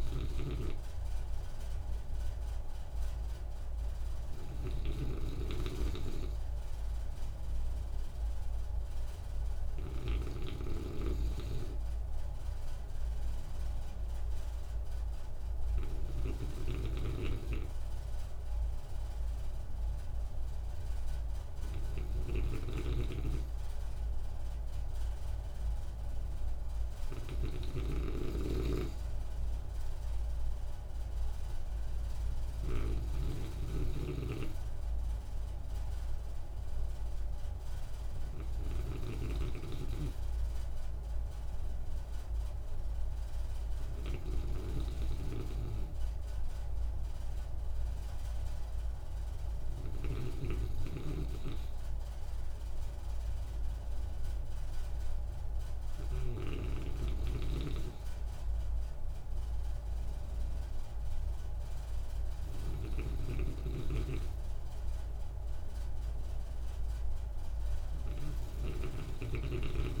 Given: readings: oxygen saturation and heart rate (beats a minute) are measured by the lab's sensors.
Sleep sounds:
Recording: breathing in sleep by a room microphone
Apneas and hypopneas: none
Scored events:
0.00-56.50 s: snoring (device-marked)
63.00-70.00 s: snoring (device-marked)
From the record:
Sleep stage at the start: N2 (light sleep)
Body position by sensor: on the right side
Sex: male

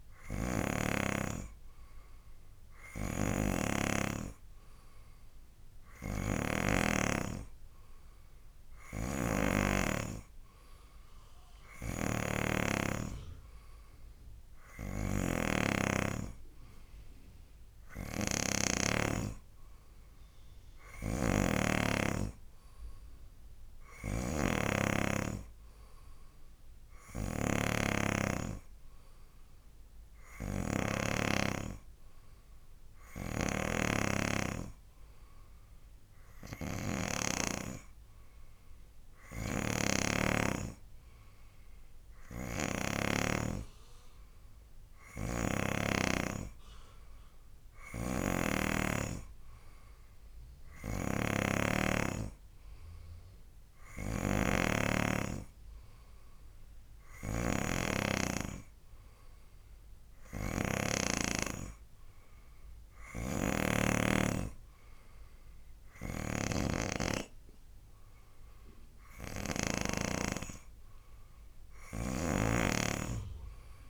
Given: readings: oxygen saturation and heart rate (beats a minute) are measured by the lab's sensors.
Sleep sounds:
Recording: breathing in sleep by a room microphone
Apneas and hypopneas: none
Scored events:
0.00-1.00 s: snoring (device-marked)
3.00-7.00 s: snoring (device-marked)
9.00-19.00 s: snoring (device-marked)
21.00-37.50 s: snoring (device-marked)
39.50-43.50 s: snoring (device-marked)
48.00-70.00 s: snoring (device-marked)
72.00-73.90 s: snoring (device-marked)
From the record:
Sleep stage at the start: N2 (light sleep)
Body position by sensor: on the right side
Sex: male

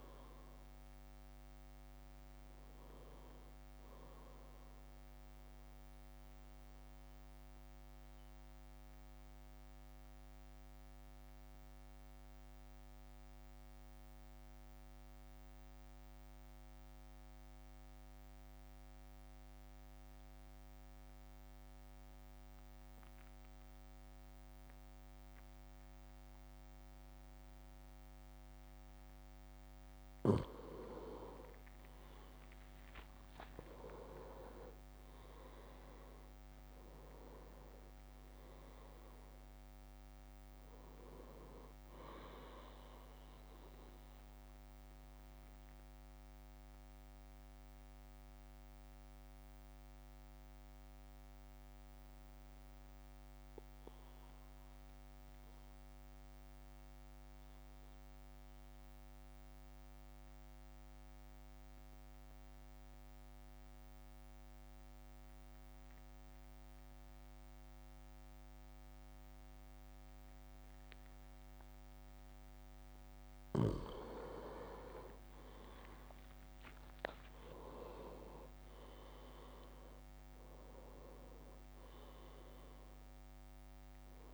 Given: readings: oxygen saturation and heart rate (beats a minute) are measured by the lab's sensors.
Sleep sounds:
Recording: breathing in sleep by a microphone on the trachea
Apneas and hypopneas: 2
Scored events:
0.00-5.50 s: drop in pulse transit time (device-marked, heart rate 59 extreme)
6.00-30.00 s: mixed apnea (oxygen 99% before, 95% lowest, heart rate 60 before, 50 extreme, up 6 after)
32.00-33.50 s: leg movement (device-marked)
32.00-37.00 s: arousal
32.50-44.50 s: oxygen desaturation (device-marked, oxygen 100% before, 95% lowest, heart rate 55 before, 50 extreme)
33.50-45.50 s: drop in pulse transit time (device-marked, heart rate 55 before, 53 extreme)
45.00-73.00 s: mixed apnea (oxygen 100% before, 94% lowest, heart rate 57 before, 48 extreme, up 6 after)
75.00-77.00 s: leg movement (device-marked)
75.50-84.34 s: oxygen desaturation (device-marked, oxygen 100% before, 95% lowest, heart rate 54 before, 48 extreme)
76.00-80.00 s: arousal
77.50-84.34 s: drop in pulse transit time (device-marked, heart rate 54 before, 54 extreme)
From the record:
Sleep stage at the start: N2 (light sleep)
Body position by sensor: on the back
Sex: male

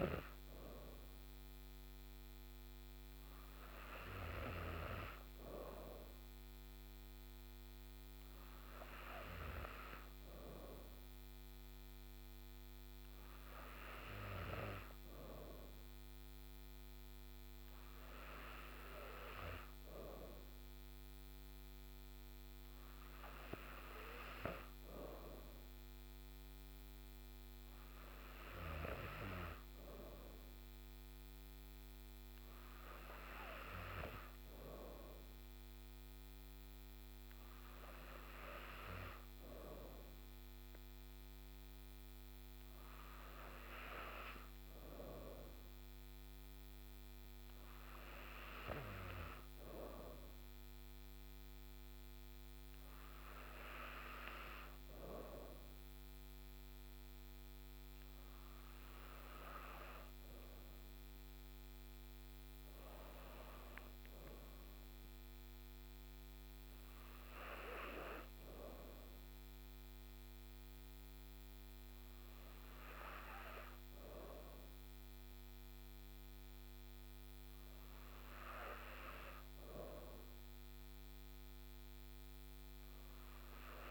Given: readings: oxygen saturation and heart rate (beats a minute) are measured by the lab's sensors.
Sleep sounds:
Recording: breathing in sleep by a microphone on the trachea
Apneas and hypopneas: none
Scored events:
none scored
From the record:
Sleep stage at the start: N2 (light sleep)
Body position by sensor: on the back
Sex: female

